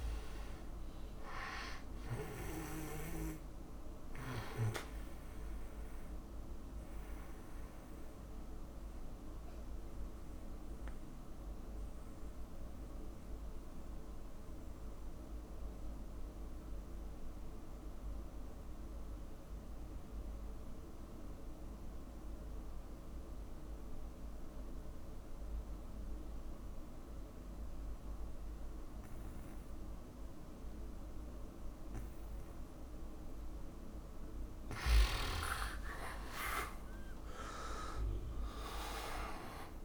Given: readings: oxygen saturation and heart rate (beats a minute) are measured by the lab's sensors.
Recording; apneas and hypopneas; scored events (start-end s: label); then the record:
breathing in sleep by a room microphone; 1
0.00-24.00 s: oxygen desaturation (device-marked, oxygen 88% lowest, heart rate 56 extreme)
5.00-33.50 s: mixed apnea (oxygen 99% before, 86% lowest, heart rate 63 before, 56 extreme, up 29 after)
35.00-39.84 s: oxygen desaturation (device-marked, oxygen 100% before, 86% lowest, heart rate 61 before, 58 extreme)
36.00-39.84 s: arousal
From the record:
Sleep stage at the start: N2 (light sleep); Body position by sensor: on the back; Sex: male